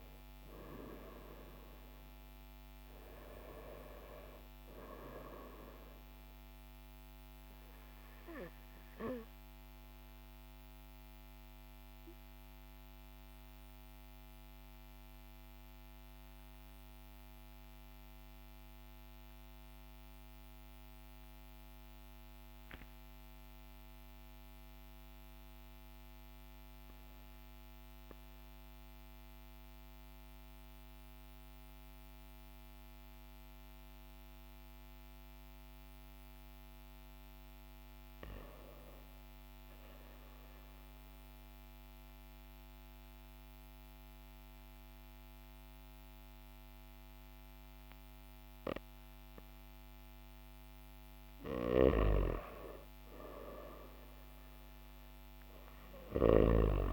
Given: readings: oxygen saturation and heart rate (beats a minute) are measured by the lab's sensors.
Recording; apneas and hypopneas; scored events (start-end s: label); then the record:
breathing in sleep by a microphone on the trachea; 1
9.50-22.50 s: oxygen desaturation (device-marked, oxygen 98% before, 95% lowest, heart rate 42 before, 39 extreme)
11.50-52.00 s: obstructive apnea (oxygen 99% before, 95% lowest, heart rate 42 before, 39 extreme, up 2 after)
53.00-56.93 s: arousal
From the record:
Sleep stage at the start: N2 (light sleep); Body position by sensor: on the back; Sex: male